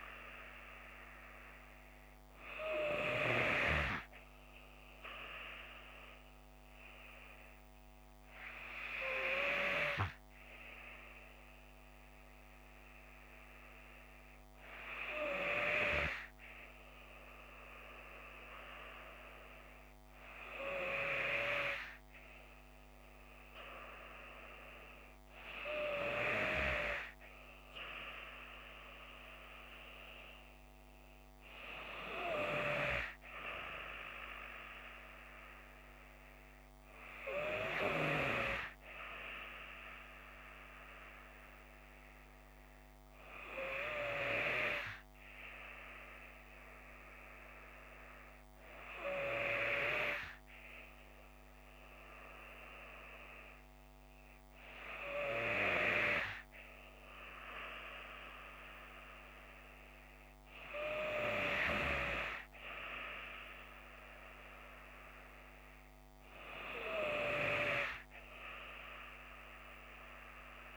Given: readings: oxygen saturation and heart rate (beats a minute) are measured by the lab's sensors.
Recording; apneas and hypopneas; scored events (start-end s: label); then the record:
breathing in sleep by a microphone on the trachea; none
none scored
From the record:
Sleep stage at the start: N2 (light sleep); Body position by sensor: on the left side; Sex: female